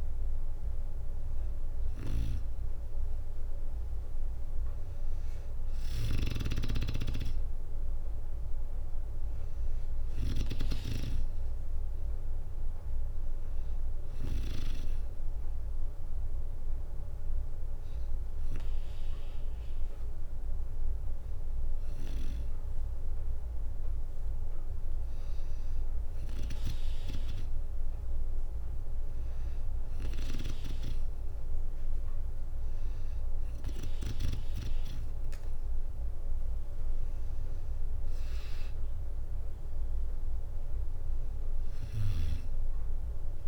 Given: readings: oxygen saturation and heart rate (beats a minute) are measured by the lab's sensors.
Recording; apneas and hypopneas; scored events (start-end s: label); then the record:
breathing in sleep by a room microphone; 1
0.00-3.50 s: oxygen desaturation (device-marked, oxygen 86% lowest, heart rate 59 extreme)
5.00-10.00 s: snoring (device-marked)
8.00-10.50 s: arousal
13.50-24.50 s: hypopnea (oxygen 97% before, 95% lowest, heart rate 62 before, 61 extreme, up 2 after)
26.00-29.50 s: arousal
28.50-43.48 s: oxygen desaturation (device-marked, oxygen 98% before, 95% lowest, heart rate 64 before, 60 extreme)
35.50-43.48 s: drop in pulse transit time (device-marked, heart rate 63 before, 62 extreme)
From the record:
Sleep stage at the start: N2 (light sleep); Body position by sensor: on the back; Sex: female